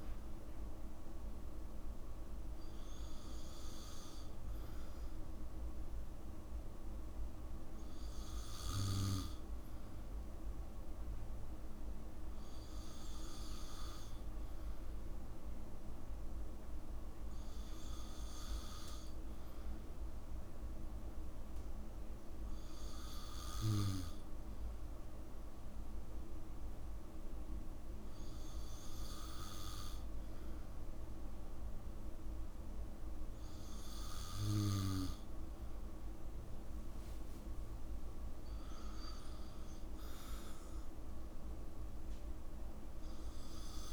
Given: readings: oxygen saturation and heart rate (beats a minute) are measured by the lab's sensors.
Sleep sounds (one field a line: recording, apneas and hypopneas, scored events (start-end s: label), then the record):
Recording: breathing in sleep, hard to hear, by a room microphone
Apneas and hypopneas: none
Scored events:
none scored
From the record:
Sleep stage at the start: N2 (light sleep)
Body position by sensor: on the back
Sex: male